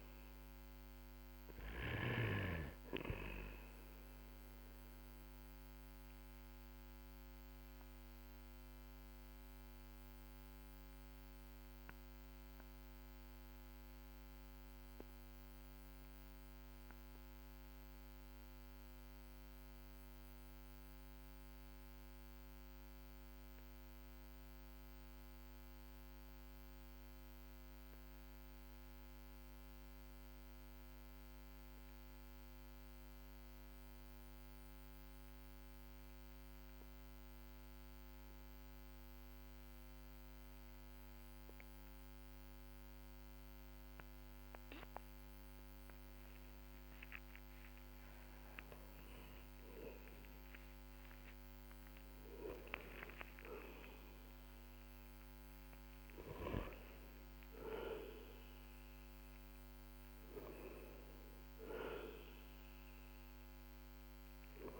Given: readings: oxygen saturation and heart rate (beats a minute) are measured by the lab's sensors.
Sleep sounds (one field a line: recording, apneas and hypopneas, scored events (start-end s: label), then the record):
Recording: breathing in sleep by a microphone on the trachea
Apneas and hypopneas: 1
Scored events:
0.00-1.50 s: snoring (device-marked)
4.50-47.50 s: obstructive apnea (oxygen 99% before, 93% lowest, heart rate 53 before, 43 extreme, up 11 after)
48.50-52.00 s: arousal
From the record:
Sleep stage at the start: N2 (light sleep)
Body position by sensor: on the back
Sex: male